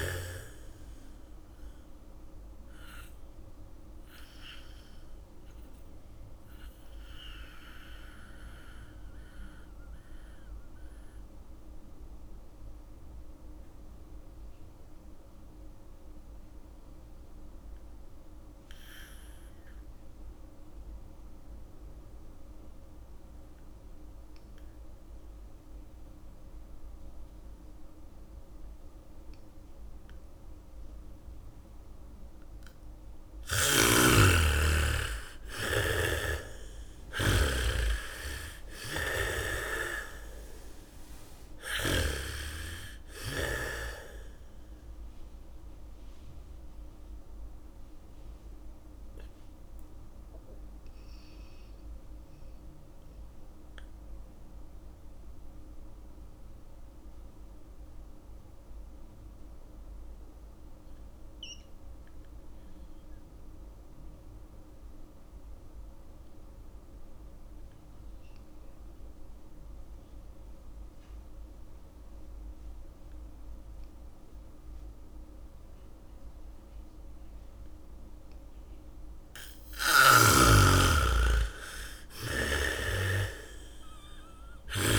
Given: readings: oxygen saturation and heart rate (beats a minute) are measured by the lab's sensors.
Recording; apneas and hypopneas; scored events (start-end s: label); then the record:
breathing in sleep by a room microphone; 2
0.00-12.00 s: oxygen desaturation (device-marked, oxygen 85% lowest, heart rate 26 extreme)
3.00-32.00 s: mixed apnea (oxygen 98% before, 78% lowest, heart rate 58 before, 49 extreme, up 0 after)
25.00-62.00 s: oxygen desaturation (device-marked, oxygen 99% before, 78% lowest, heart rate 74 before, 49 extreme)
26.00-38.00 s: bradycardia (device-marked, heart rate 66 before, 49 extreme)
34.00-39.50 s: arousal
36.00-42.50 s: snoring (device-marked)
45.50-78.50 s: mixed apnea (oxygen 99% before, 78% lowest, heart rate 60 before, 56 extreme, up 12 after)
69.00-78.00 s: bradycardia (device-marked, heart rate 67 before, 56 extreme)
74.00-84.99 s: oxygen desaturation (device-marked, oxygen 99% before, 79% lowest, heart rate 70 before, 50 extreme)
80.00-82.00 s: bradycardia (device-marked, heart rate 67 before, 58 extreme)
81.00-84.50 s: arousal
From the record:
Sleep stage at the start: N2 (light sleep); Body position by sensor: on the back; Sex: female